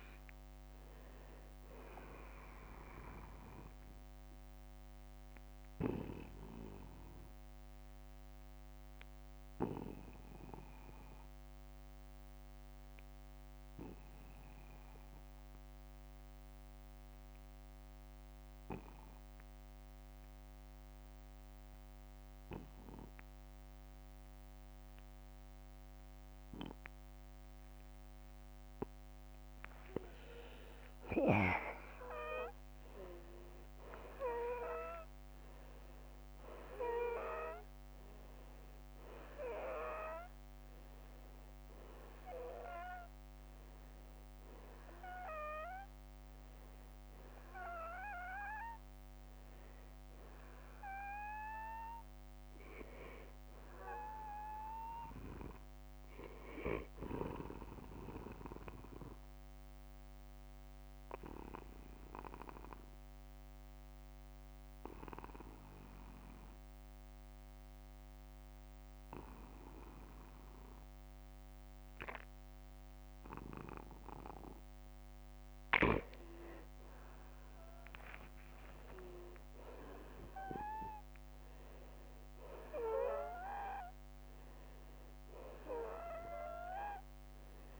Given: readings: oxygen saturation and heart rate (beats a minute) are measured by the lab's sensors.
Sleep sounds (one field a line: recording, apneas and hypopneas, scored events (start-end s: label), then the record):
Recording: breathing in sleep by a microphone on the trachea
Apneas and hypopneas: 2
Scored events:
4.00-28.00 s: obstructive apnea (oxygen 96% before, 87% lowest, heart rate 60 before, 47 extreme, up 18 after)
9.00-11.00 s: long interval between heartbeats (device-marked, heart rate 56 before, 47 extreme)
10.00-25.00 s: oxygen desaturation (device-marked, oxygen 96% before, 90% lowest, heart rate 55 before, 47 extreme)
29.50-33.50 s: arousal
57.00-71.00 s: oxygen desaturation (device-marked, oxygen 93% before, 87% lowest, heart rate 60 before, 48 extreme)
58.00-74.50 s: obstructive apnea (oxygen 95% before, 85% lowest, heart rate 60 before, 48 extreme, up 13 after)
78.00-84.50 s: arousal
From the record:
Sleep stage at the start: N2 (light sleep)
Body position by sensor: on the back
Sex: male